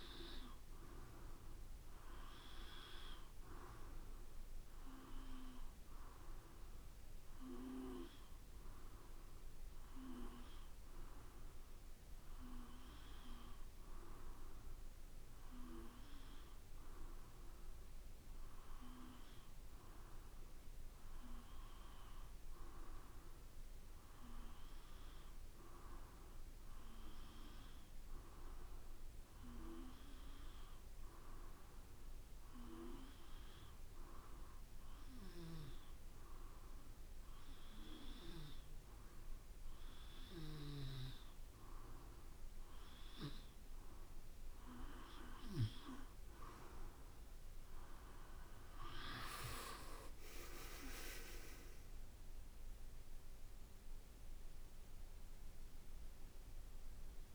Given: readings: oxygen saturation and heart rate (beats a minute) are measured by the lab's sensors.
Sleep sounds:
breathing in sleep by a room microphone; 1
0.00-11.00 s: drop in pulse transit time (device-marked, heart rate 57 extreme)
11.00-42.00 s: hypopnea (oxygen 94% before, 89% lowest, heart rate 61 before, 54 extreme, up 1 after)
45.00-49.50 s: arousal
54.00-57.35 s: drop in pulse transit time (device-marked, heart rate 58 before, 55 extreme)
From the record:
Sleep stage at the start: N2 (light sleep); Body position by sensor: on the back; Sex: male

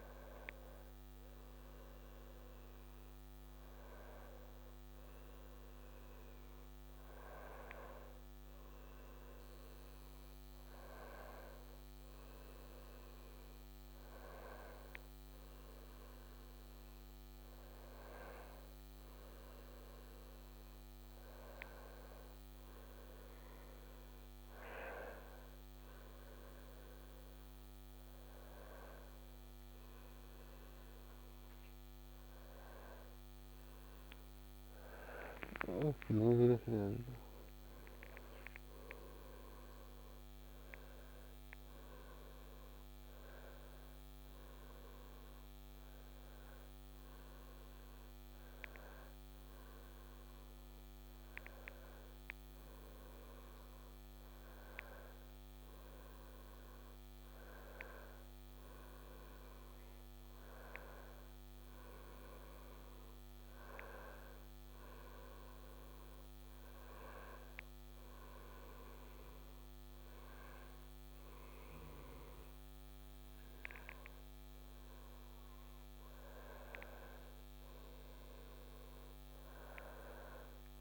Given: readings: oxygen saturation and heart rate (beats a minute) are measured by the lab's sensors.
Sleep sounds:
a person awake in a sleep study, by a microphone on the trachea; none
none scored
From the record:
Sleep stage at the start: awake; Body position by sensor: on the back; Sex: male

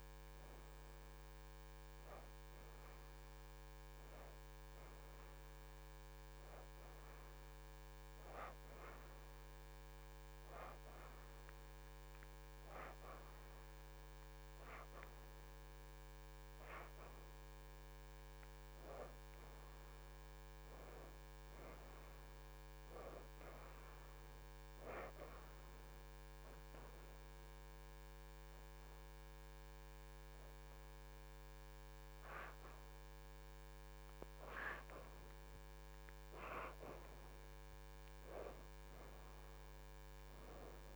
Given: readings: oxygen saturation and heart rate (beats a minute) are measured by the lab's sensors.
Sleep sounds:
a person partly awake in a sleep study, by a microphone on the trachea; 1
0.00-7.50 s: oxygen desaturation (device-marked, oxygen 86% lowest, heart rate 76 extreme)
0.50-30.50 s: new sleep stage, N1 (lightest sleep)
13.50-40.50 s: oxygen desaturation (device-marked, oxygen 90% before, 79% lowest, heart rate 79 before, 76 extreme)
25.00-35.50 s: hypopnea (oxygen 91% before, 74% lowest, heart rate 78 before, 76 extreme, up 1 after)
30.50-40.96 s: new sleep stage, N2 (light sleep)
38.50-40.96 s: arousal
From the record:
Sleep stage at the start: awake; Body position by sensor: on the back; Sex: female

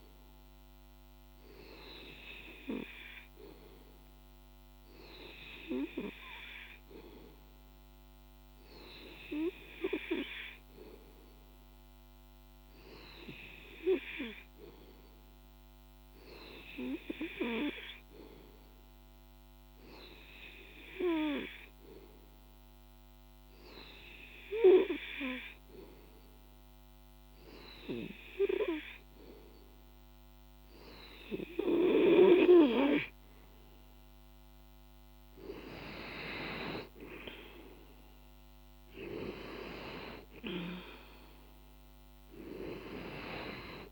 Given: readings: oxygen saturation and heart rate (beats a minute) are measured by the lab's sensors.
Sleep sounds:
breathing in sleep by a microphone on the trachea; none
none scored
From the record:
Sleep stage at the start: N2 (light sleep); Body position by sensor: on the back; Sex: male

